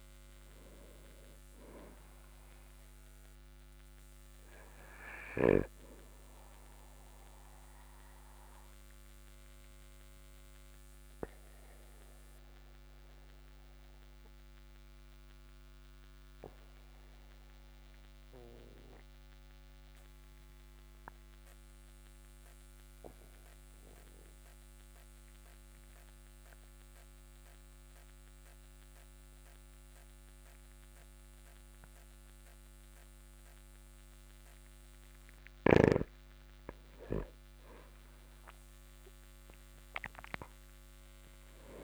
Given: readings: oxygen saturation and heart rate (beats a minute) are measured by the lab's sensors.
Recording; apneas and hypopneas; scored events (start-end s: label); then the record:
breathing in sleep by a microphone on the trachea; 1
8.50-35.50 s: obstructive apnea (oxygen 99% before, 94% lowest, heart rate 49 before, 43 extreme, up 4 after)
38.50-41.84 s: arousal
From the record:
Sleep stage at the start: N2 (light sleep); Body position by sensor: on the back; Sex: male